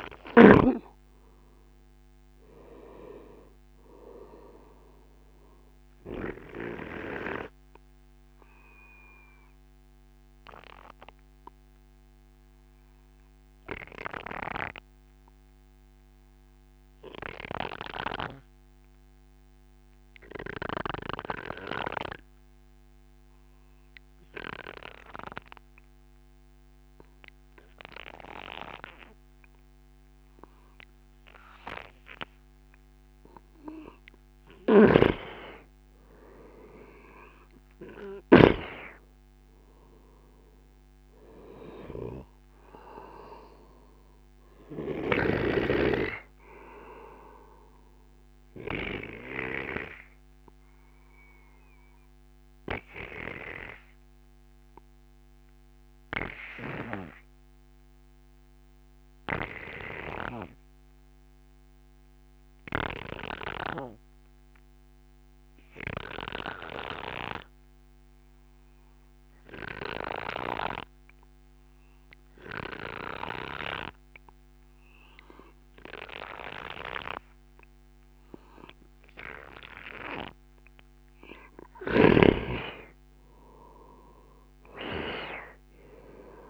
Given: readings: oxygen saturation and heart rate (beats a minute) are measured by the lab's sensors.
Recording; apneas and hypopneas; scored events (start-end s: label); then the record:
breathing in sleep by a microphone on the trachea; 2
0.00-7.00 s: oxygen desaturation (device-marked, oxygen 92% lowest, heart rate 50 extreme)
5.50-33.00 s: obstructive apnea (oxygen 98% before, 92% lowest, heart rate 66 before, 50 extreme, up 22 after)
34.50-38.50 s: snoring (device-marked)
35.50-39.50 s: arousal
41.00-61.00 s: oxygen desaturation (device-marked, oxygen 96% before, 92% lowest, heart rate 64 before, 55 extreme)
45.50-79.50 s: obstructive apnea (oxygen 97% before, 92% lowest, heart rate 63 before, 60 extreme, up 25 after)
82.00-86.50 s: oxygen desaturation (device-marked, oxygen 96% before, 92% lowest, heart rate 69 before, 55 extreme)
83.00-86.00 s: arousal
From the record:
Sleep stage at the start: N2 (light sleep); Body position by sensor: on the right side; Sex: male